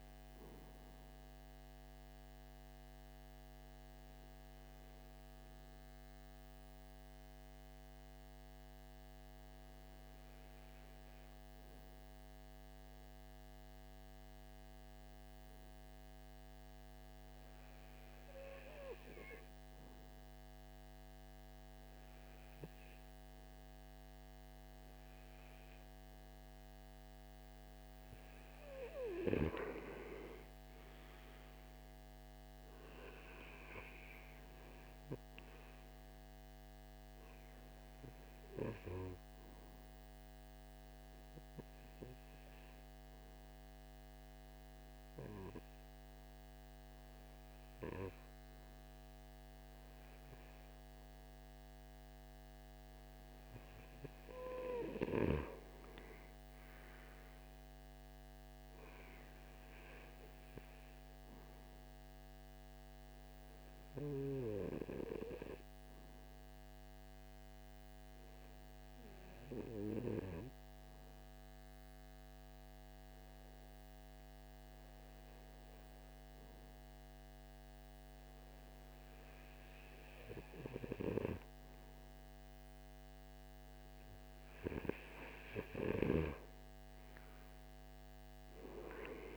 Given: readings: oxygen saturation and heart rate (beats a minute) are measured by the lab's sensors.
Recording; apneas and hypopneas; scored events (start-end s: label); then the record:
breathing in sleep by a microphone on the trachea; 3
0.50-25.50 s: obstructive apnea (oxygen 98% before, 90% lowest)
6.00-21.00 s: oxygen desaturation (device-marked, oxygen 95% before, 90% lowest)
28.50-33.00 s: arousal
39.50-52.50 s: obstructive apnea (oxygen 98% before, 91% lowest)
40.00-62.00 s: oxygen desaturation (device-marked, oxygen 96% before, 91% lowest)
54.00-58.50 s: arousal
62.50-81.50 s: obstructive apnea (oxygen 95% before, 93% lowest)
84.00-88.50 s: arousal
From the record:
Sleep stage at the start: REM sleep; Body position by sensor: on the front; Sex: male